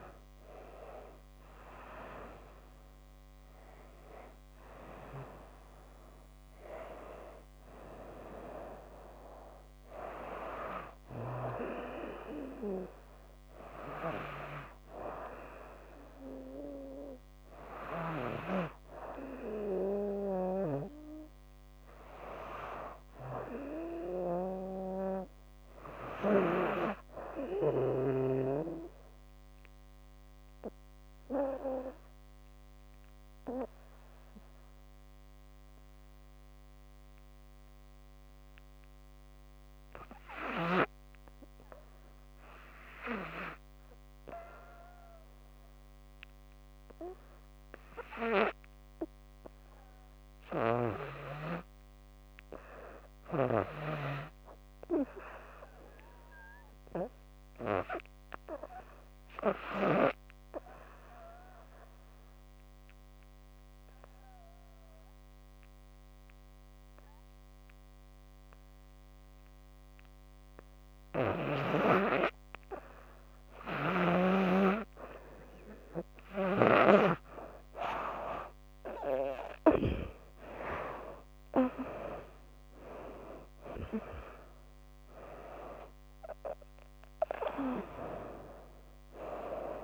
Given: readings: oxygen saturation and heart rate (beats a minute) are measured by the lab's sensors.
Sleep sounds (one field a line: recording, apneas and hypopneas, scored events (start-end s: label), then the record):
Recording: breathing in sleep by a microphone on the trachea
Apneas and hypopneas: 2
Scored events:
0.00-17.50 s: oxygen desaturation (device-marked, oxygen 93% lowest, heart rate 68 extreme)
19.50-89.84 s: new sleep stage, REM sleep
21.50-25.00 s: arousal
27.50-48.00 s: obstructive apnea (oxygen 99% before, 88% lowest, heart rate 85 before, 59 extreme, up 6 after)
49.50-53.50 s: snoring (device-marked)
50.00-53.50 s: arousal
59.50-71.00 s: obstructive apnea (oxygen 98% before, 88% lowest, heart rate 63 before, 66 extreme, up 7 after)
62.50-89.84 s: oxygen desaturation (device-marked, oxygen 98% before, 91% lowest, heart rate 63 before, 66 extreme)
77.00-82.50 s: arousal
From the record:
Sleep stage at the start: N2 (light sleep)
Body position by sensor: on the back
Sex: female